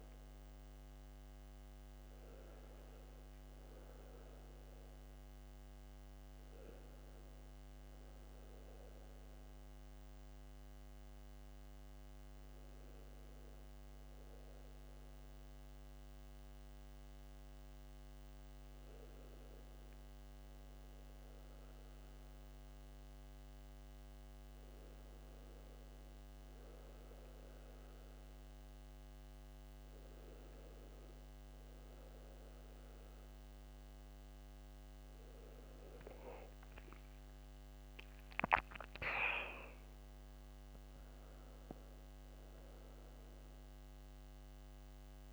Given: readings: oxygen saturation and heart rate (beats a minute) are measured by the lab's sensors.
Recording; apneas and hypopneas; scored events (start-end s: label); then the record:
a person partly awake in a sleep study, hard to hear, by a microphone on the trachea; none
8.00-45.33 s: new sleep stage, N2 (light sleep)
From the record:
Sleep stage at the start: awake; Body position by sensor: on the back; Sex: male